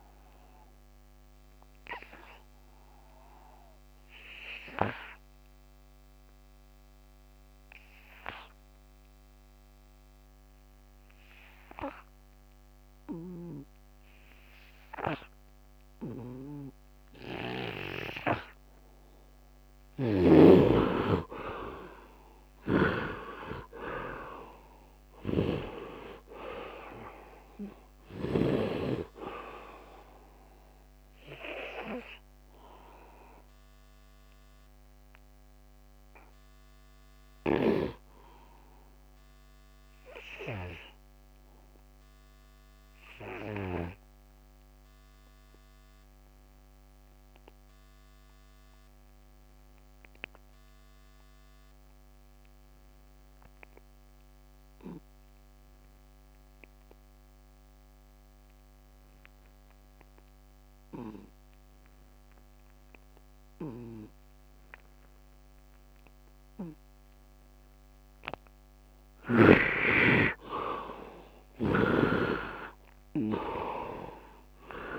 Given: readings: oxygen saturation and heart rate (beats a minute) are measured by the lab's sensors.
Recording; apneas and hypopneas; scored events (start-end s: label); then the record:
breathing in sleep by a microphone on the trachea; 2
0.00-11.00 s: oxygen desaturation (device-marked, oxygen 89% lowest, heart rate 68 extreme)
0.50-19.00 s: obstructive apnea (oxygen 99% before, 73% lowest, heart rate 76 before, 68 extreme, up 24 after)
17.00-46.00 s: oxygen desaturation (device-marked, oxygen 94% before, 73% lowest, heart rate 74 before, 74 extreme)
19.50-28.50 s: snoring (device-marked)
21.50-26.00 s: arousal
32.50-67.00 s: obstructive apnea (oxygen 96% before, 68% lowest, heart rate 81 before, 74 extreme, up 9 after)
55.00-74.99 s: oxygen desaturation (device-marked, oxygen 99% before, 68% lowest, heart rate 76 before, 70 extreme)
69.50-72.50 s: arousal
From the record:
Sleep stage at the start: N2 (light sleep); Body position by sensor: on the right side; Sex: male